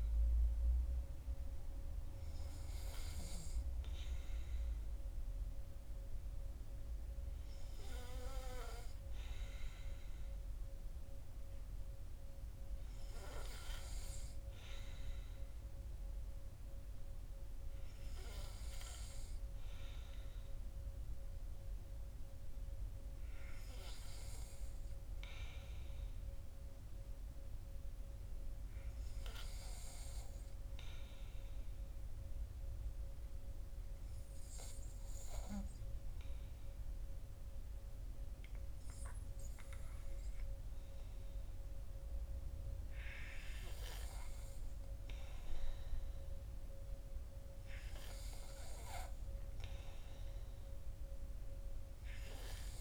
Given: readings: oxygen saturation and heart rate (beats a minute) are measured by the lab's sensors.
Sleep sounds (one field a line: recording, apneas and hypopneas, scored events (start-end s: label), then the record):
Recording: breathing in sleep by a room microphone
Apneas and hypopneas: none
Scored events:
none scored
From the record:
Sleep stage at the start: N2 (light sleep)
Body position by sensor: on the back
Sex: male